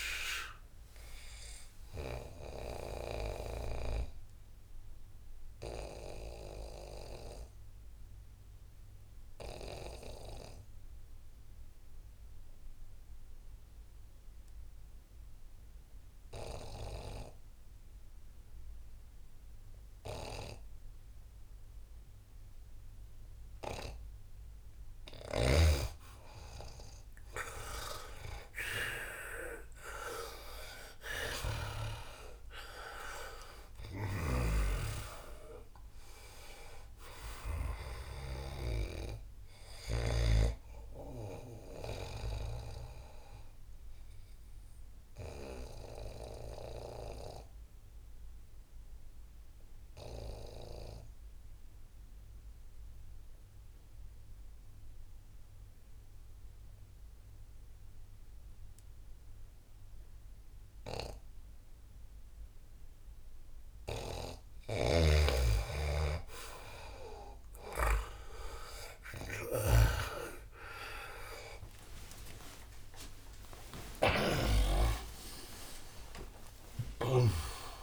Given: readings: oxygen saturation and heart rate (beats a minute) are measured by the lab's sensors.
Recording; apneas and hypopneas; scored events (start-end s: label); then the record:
breathing in sleep by a room microphone; 2
0.00-2.00 s: snoring (device-marked)
3.00-25.00 s: obstructive apnea (oxygen 99% before, 84% lowest, heart rate 84 before, 69 extreme, up 8 after)
22.00-51.00 s: oxygen desaturation (device-marked, oxygen 98% before, 84% lowest, heart rate 82 before, 73 extreme)
26.50-29.00 s: arousal
34.00-42.00 s: snoring (device-marked)
44.50-63.50 s: obstructive apnea (oxygen 98% before, 84% lowest, heart rate 78 before, 73 extreme, up 6 after)
63.00-77.83 s: oxygen desaturation (device-marked, oxygen 99% before, 85% lowest, heart rate 78 before, 67 extreme)
69.00-77.83 s: tachycardia (device-marked, heart rate 82 before, 169 extreme)
70.00-77.83 s: new sleep stage, N1 (lightest sleep)
71.50-77.83 s: arousal
76.50-77.83 s: snoring (device-marked)
From the record:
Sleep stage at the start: N2 (light sleep); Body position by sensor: on the back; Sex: male